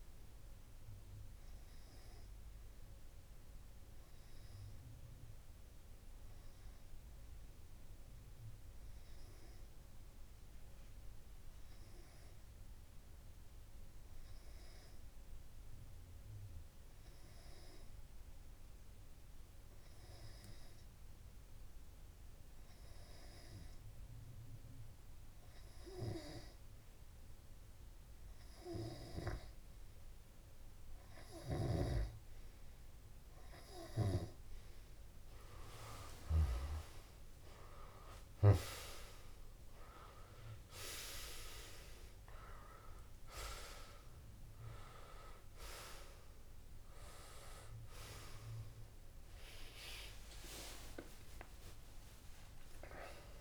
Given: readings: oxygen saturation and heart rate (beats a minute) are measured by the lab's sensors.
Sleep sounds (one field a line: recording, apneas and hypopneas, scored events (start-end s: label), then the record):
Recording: breathing in sleep by a room microphone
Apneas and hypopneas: 1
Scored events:
4.00-6.00 s: long interval between heartbeats (device-marked)
4.00-28.50 s: hypopnea (oxygen 97% before, 94% lowest)
36.00-39.50 s: arousal
50.00-53.41 s: arousal
From the record:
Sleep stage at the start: N2 (light sleep)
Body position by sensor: on the back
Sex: male